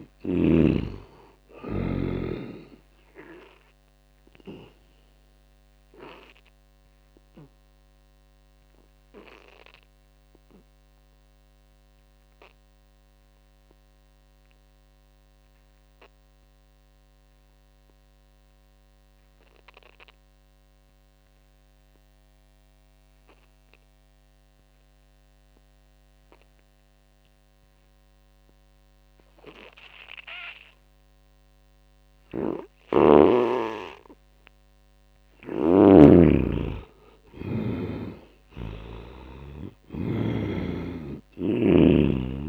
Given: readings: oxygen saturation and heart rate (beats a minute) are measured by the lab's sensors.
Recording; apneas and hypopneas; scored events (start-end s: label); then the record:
breathing in sleep by a microphone on the trachea; 1
0.00-15.00 s: oxygen desaturation (device-marked, oxygen 72% lowest, heart rate 60 extreme)
3.00-34.00 s: obstructive apnea (oxygen 98% before, 72% lowest, heart rate 70 before, 62 extreme, up 6 after)
21.00-42.49 s: oxygen desaturation (device-marked, oxygen 98% before, 73% lowest, heart rate 79 before, 57 extreme)
35.00-38.50 s: snoring (device-marked)
35.50-39.00 s: arousal
From the record:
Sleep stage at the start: N2 (light sleep); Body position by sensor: on the back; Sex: male